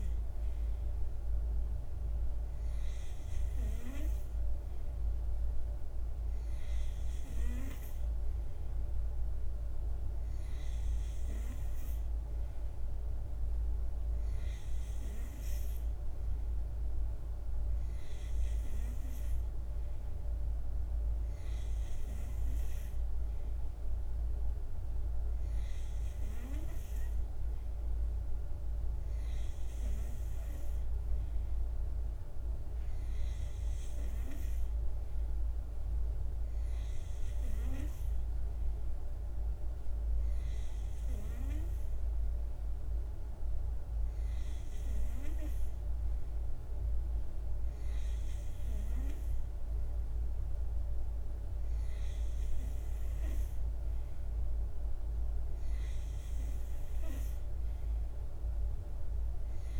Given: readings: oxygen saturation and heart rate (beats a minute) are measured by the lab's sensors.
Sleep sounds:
breathing in sleep, hard to hear, by a room microphone; none
none scored
From the record:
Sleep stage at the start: N2 (light sleep); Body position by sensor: on the back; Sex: male

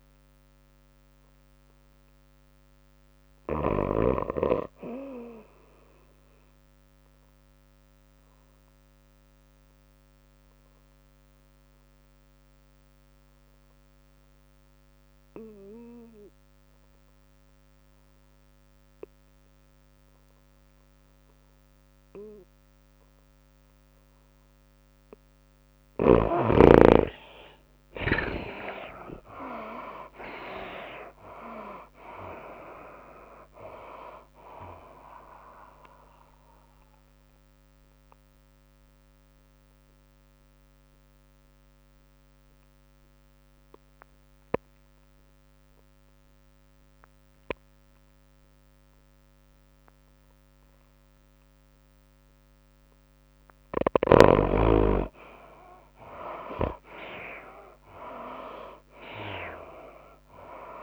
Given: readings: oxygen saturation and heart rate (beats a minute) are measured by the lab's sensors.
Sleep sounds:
breathing in sleep by a microphone on the trachea; 2
0.00-1.50 s: drop in pulse transit time (device-marked, heart rate 97 extreme)
0.00-19.50 s: oxygen desaturation (device-marked, oxygen 66% lowest, heart rate 89 extreme)
7.50-16.50 s: tachycardia (device-marked, heart rate 104 before, 103 extreme)
7.50-26.00 s: obstructive apnea (oxygen 91% before, 55% lowest, heart rate 98 before, 92 extreme, up 22 after)
21.50-45.50 s: oxygen desaturation (device-marked, oxygen 72% before, 55% lowest, heart rate 101 before, 96 extreme)
27.50-60.83 s: tachycardia (device-marked, heart rate 104 before, 122 extreme)
28.00-32.00 s: arousal
30.50-44.50 s: drop in pulse transit time (device-marked, heart rate 98 before, 105 extreme)
35.50-54.00 s: mixed apnea (oxygen 72% before, 55% lowest, heart rate 101 before, 107 extreme, up 13 after)
50.50-60.83 s: oxygen desaturation (device-marked, oxygen 97% before, 68% lowest, heart rate 114 before, 92 extreme)
56.00-58.00 s: long interval between heartbeats (device-marked, heart rate 114 before, 118 extreme)
56.50-60.83 s: arousal
From the record:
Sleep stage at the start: N2 (light sleep); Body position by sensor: on the back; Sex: female

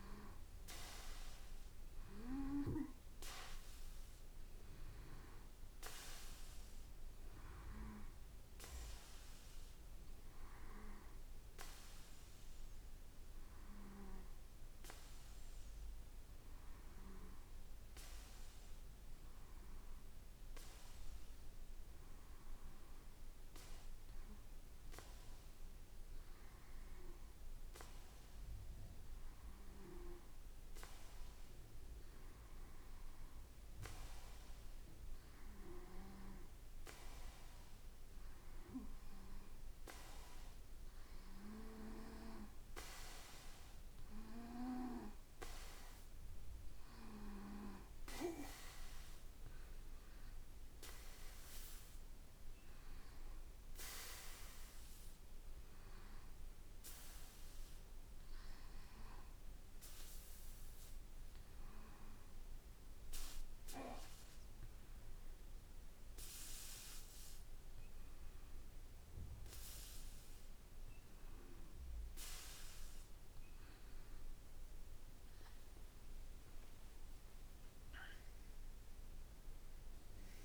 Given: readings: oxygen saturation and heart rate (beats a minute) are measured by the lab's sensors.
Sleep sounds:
breathing in sleep by a room microphone; 1
1.50-11.50 s: oxygen desaturation (device-marked, oxygen 94% before, 90% lowest, heart rate 59 before, 56 extreme)
18.00-37.50 s: hypopnea (oxygen 95% before, 92% lowest, heart rate 58 before, 54 extreme, up 2 after)
43.00-47.00 s: arousal
77.00-80.44 s: arousal
From the record:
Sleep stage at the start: N2 (light sleep); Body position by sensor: on the back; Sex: male

